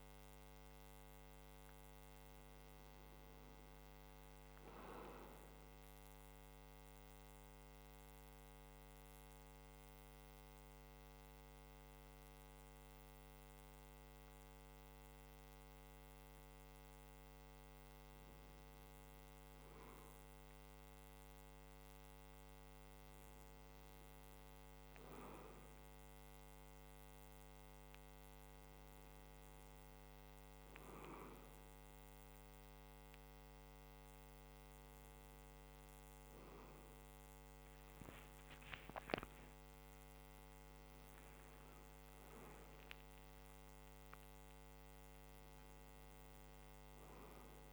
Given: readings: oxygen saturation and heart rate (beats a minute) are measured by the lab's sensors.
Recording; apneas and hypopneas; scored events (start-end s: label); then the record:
breathing in sleep, hard to hear, by a microphone on the trachea; 1
7.00-17.50 s: central apnea (oxygen 97% before, 96% lowest, heart rate 73 before, 46 extreme, up 3 after)
20.00-23.50 s: arousal
From the record:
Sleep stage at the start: N1 (lightest sleep); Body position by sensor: on the back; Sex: male